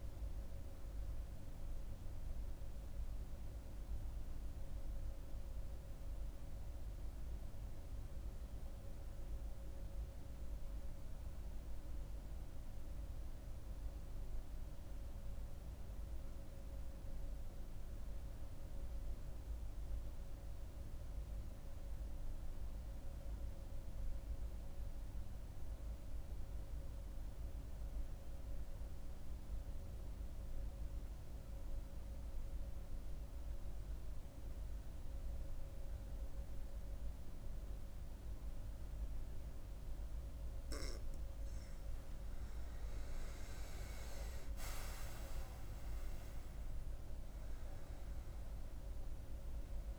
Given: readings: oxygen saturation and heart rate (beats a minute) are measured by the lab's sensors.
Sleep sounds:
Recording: breathing in sleep, hard to hear, by a room microphone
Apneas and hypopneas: 1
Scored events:
9.00-39.50 s: mixed apnea (oxygen 96% before, 91% lowest, heart rate 76 before, 66 extreme, up 8 after)
36.00-49.99 s: oxygen desaturation (device-marked, oxygen 98% before, 91% lowest, heart rate 68 before, 66 extreme)
42.00-46.00 s: arousal
From the record:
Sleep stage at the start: N2 (light sleep)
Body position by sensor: on the back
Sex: female

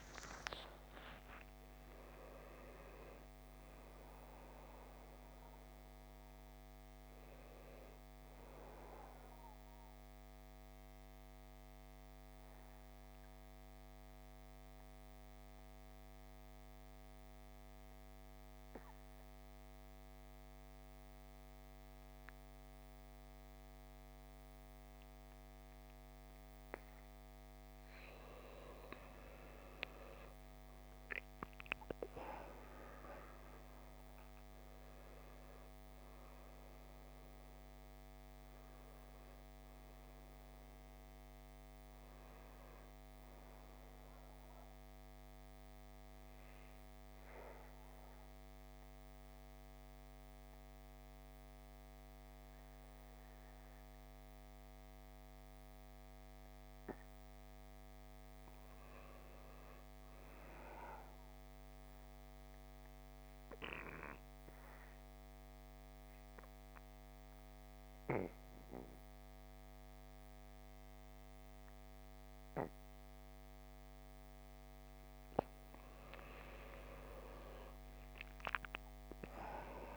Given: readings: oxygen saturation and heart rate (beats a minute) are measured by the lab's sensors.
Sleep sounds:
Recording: breathing in sleep by a microphone on the trachea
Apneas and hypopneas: 3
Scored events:
0.00-2.00 s: arousal
0.00-14.50 s: oxygen desaturation (device-marked, oxygen 90% lowest, heart rate 28 extreme)
11.00-28.00 s: mixed apnea (oxygen 96% before, 84% lowest, heart rate 71 before, 28 extreme, up 3 after)
29.00-32.00 s: arousal
30.50-53.50 s: oxygen desaturation (device-marked, oxygen 97% before, 84% lowest, heart rate 54 before, 33 extreme)
48.00-58.00 s: obstructive apnea (oxygen 97% before, 84% lowest, heart rate 48 before, 50 extreme, up 4 after)
59.00-61.00 s: arousal
63.00-75.50 s: obstructive apnea (oxygen 97% before, 88% lowest)
70.50-77.50 s: oxygen desaturation (device-marked, oxygen 97% before, 93% lowest)
76.00-79.96 s: arousal
From the record:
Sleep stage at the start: N2 (light sleep)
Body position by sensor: on the back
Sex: male

